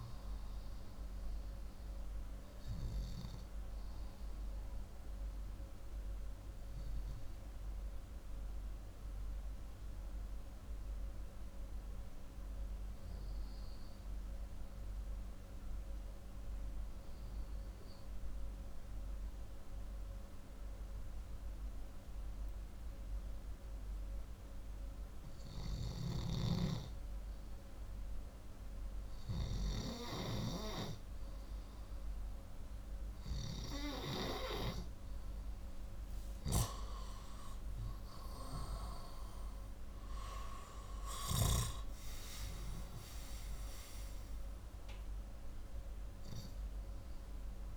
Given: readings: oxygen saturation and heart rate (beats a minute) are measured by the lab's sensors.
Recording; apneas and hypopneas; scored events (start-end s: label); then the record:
breathing in sleep by a room microphone; 1
3.50-25.00 s: obstructive apnea (oxygen 98% before, 92% lowest)
15.00-23.00 s: oxygen desaturation (device-marked, oxygen 96% before, 92% lowest)
27.50-30.00 s: arousal
From the record:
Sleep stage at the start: N2 (light sleep); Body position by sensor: upright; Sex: male